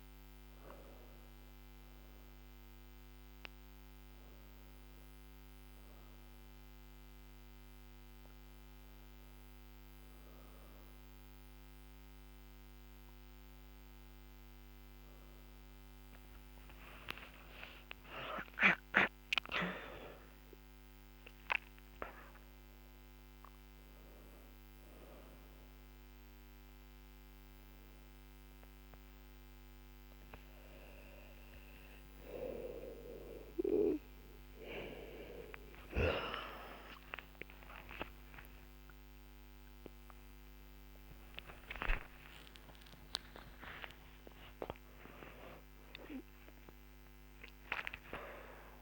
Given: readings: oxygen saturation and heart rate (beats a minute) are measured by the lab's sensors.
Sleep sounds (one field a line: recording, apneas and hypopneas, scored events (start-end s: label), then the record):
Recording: a person partly awake in a sleep study, by a microphone on the trachea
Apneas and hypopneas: none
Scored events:
0.00-23.00 s: oxygen desaturation (device-marked, oxygen 93% lowest, heart rate 82 extreme)
29.00-48.82 s: new sleep stage, awake
From the record:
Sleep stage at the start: N1 (lightest sleep)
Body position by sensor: on the back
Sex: female